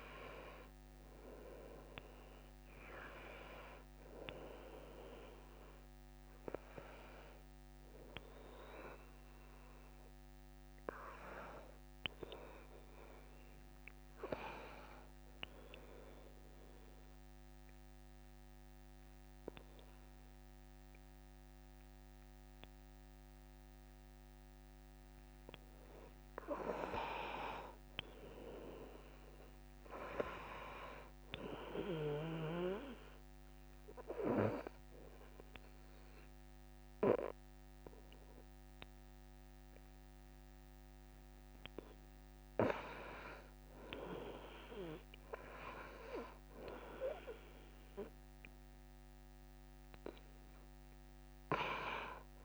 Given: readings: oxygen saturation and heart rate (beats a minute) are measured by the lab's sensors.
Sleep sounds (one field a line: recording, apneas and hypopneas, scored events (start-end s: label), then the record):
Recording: breathing in sleep by a microphone on the trachea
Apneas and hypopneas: 2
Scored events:
0.00-1.00 s: arousal
0.00-13.00 s: oxygen desaturation (device-marked, oxygen 97% before, 91% lowest)
15.50-26.00 s: obstructive apnea (oxygen 97% before, 90% lowest)
27.50-30.50 s: arousal
28.00-30.00 s: long interval between heartbeats (device-marked)
33.00-46.00 s: oxygen desaturation (device-marked, oxygen 96% before, 90% lowest)
33.50-43.50 s: obstructive apnea (oxygen 96% before, 90% lowest)
46.50-50.50 s: arousal
51.00-52.45 s: oxygen desaturation (device-marked, oxygen 95% before, 91% lowest)
From the record:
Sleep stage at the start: N2 (light sleep)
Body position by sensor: on the left side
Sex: female